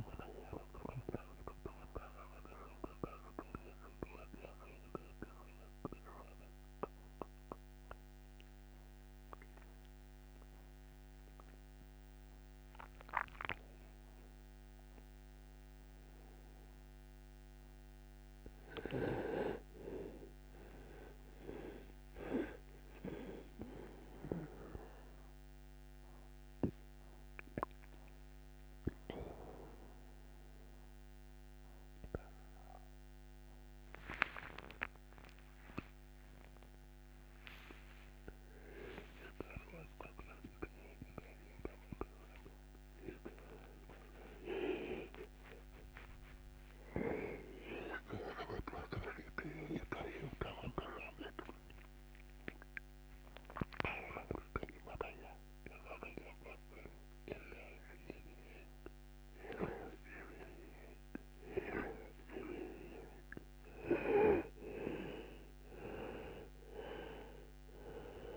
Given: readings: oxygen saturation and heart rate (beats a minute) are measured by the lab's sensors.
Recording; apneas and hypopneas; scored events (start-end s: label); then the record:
a person partly awake in a sleep study, by a microphone on the trachea; 1
0.50-12.50 s: central apnea (oxygen 98% before, 91% lowest, heart rate 67 before, 64 extreme, up 0 after)
5.50-24.50 s: oxygen desaturation (device-marked, oxygen 98% before, 91% lowest, heart rate 68 before, 64 extreme)
27.50-57.50 s: new sleep stage, awake
57.50-68.37 s: new sleep stage, N1 (lightest sleep)
From the record:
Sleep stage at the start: N1 (lightest sleep); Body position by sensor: on the right side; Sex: male